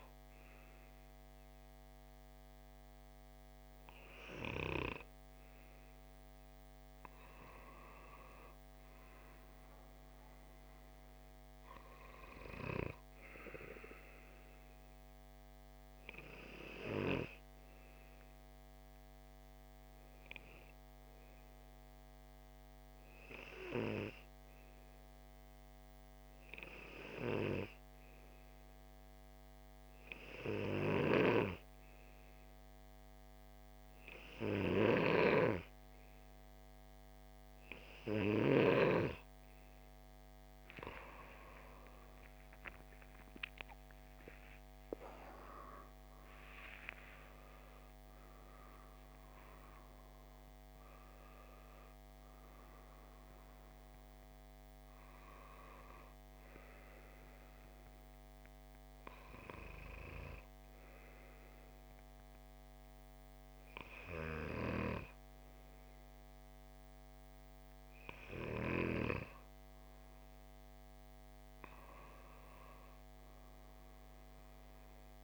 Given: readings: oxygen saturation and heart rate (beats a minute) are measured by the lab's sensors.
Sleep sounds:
breathing in sleep by a microphone on the trachea; none
41.00-46.50 s: arousal
From the record:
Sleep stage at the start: N2 (light sleep); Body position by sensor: on the left side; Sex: male

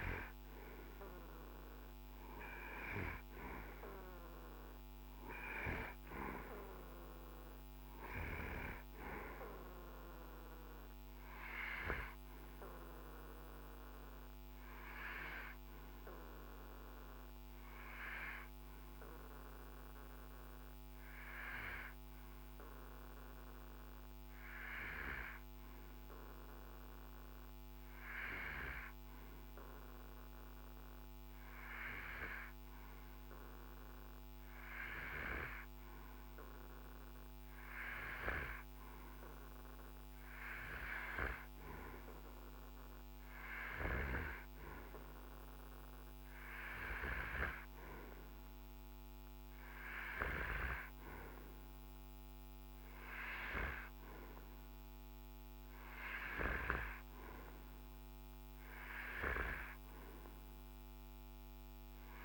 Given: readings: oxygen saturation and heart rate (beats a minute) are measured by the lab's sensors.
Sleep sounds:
breathing in sleep by a microphone on the trachea; none
4.50-22.50 s: oxygen desaturation (device-marked, oxygen 96% before, 92% lowest, heart rate 55 before, 52 extreme)
From the record:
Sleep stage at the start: N2 (light sleep); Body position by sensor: on the right side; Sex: male

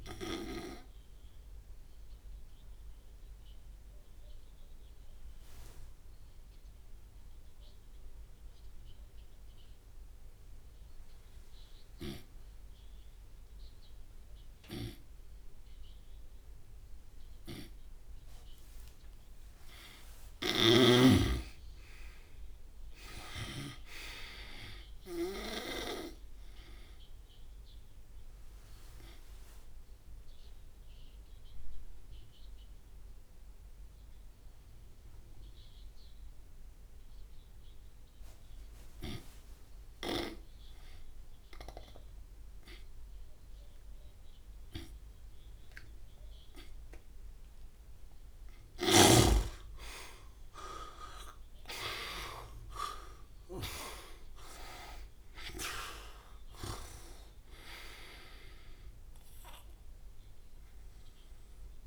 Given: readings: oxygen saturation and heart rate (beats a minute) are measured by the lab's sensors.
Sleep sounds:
breathing in sleep by a room microphone; 2
2.00-19.00 s: mixed apnea (oxygen 99% before, 86% lowest)
11.00-13.00 s: long interval between heartbeats (device-marked)
11.50-19.50 s: oxygen desaturation (device-marked, oxygen 95% before, 86% lowest)
13.50-15.50 s: long interval between heartbeats (device-marked)
16.50-18.50 s: long interval between heartbeats (device-marked, heart rate 31 before, 78 extreme)
20.50-24.00 s: snoring (device-marked)
20.50-25.50 s: arousal
21.50-23.50 s: long interval between heartbeats (device-marked, heart rate 48 before, 76 extreme)
21.50-24.50 s: drop in pulse transit time (device-marked, heart rate 48 before, 58 extreme)
29.50-48.00 s: obstructive apnea (oxygen 100% before, 87% lowest, heart rate 63 before, 38 extreme, up 24 after)
35.50-37.50 s: long interval between heartbeats (device-marked, heart rate 52 before, 39 extreme)
37.50-50.50 s: oxygen desaturation (device-marked, oxygen 97% before, 89% lowest, heart rate 48 before, 39 extreme)
43.50-45.50 s: long interval between heartbeats (device-marked, heart rate 39 before, 52 extreme)
49.50-55.00 s: arousal
50.50-61.87 s: drop in pulse transit time (device-marked, heart rate 42 before, 48 extreme)
53.00-55.00 s: long interval between heartbeats (device-marked, heart rate 45 before, 66 extreme)
57.00-59.00 s: long interval between heartbeats (device-marked, heart rate 52 before, 72 extreme)
From the record:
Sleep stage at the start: N2 (light sleep); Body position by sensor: on the right side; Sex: male

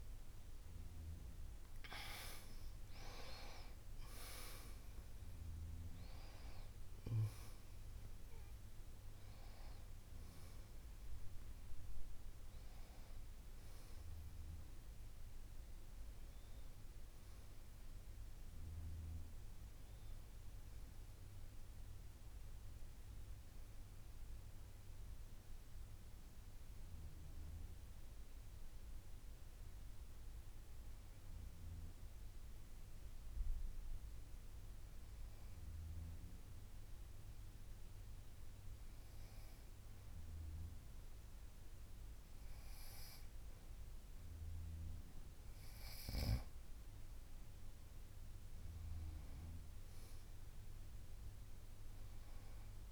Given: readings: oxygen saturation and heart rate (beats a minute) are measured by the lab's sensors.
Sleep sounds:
breathing in sleep by a room microphone; 1
0.00-2.50 s: arousal
0.50-26.50 s: oxygen desaturation (device-marked, oxygen 95% before, 90% lowest, heart rate 60 before, 53 extreme)
29.50-45.50 s: hypopnea (oxygen 98% before, 93% lowest, heart rate 56 before, 51 extreme, up 2 after)
48.00-52.00 s: arousal
From the record:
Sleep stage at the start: N2 (light sleep); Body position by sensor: on the back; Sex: female

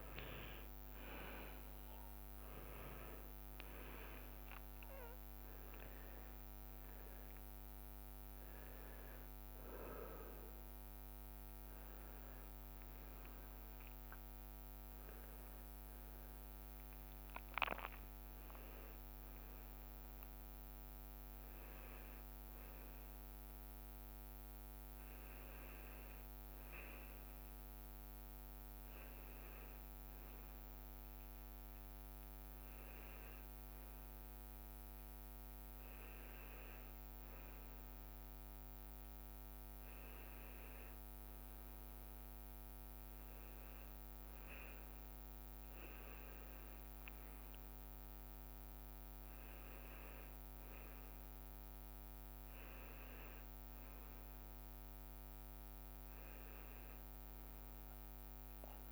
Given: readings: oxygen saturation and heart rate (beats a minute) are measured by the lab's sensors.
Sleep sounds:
a person awake in a sleep study, hard to hear, by a microphone on the trachea; none
28.00-36.00 s: oxygen desaturation (device-marked, oxygen 100% before, 97% lowest, heart rate 110 before, 95 extreme)
42.00-48.00 s: leg movement (device-marked)
From the record:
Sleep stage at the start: awake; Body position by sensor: upright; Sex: male

